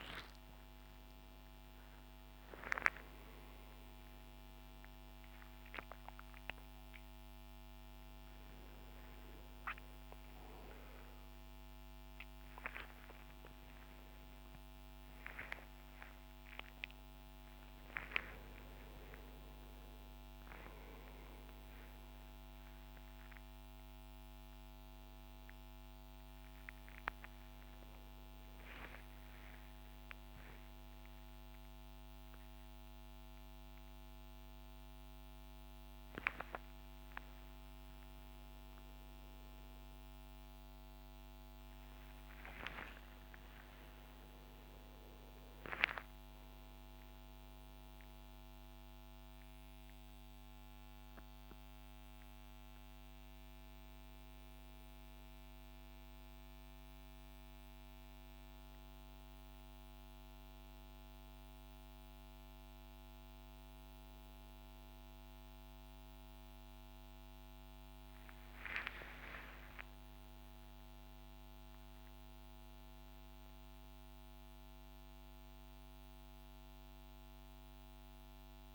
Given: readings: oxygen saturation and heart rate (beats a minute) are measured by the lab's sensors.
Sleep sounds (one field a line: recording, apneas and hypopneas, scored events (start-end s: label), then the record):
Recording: a person awake in a sleep study, by a microphone on the trachea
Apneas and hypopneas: none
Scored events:
49.00-61.00 s: oxygen desaturation (device-marked, oxygen 97% before, 93% lowest, heart rate 103 before, 65 extreme)
From the record:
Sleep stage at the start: awake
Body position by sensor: upright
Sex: male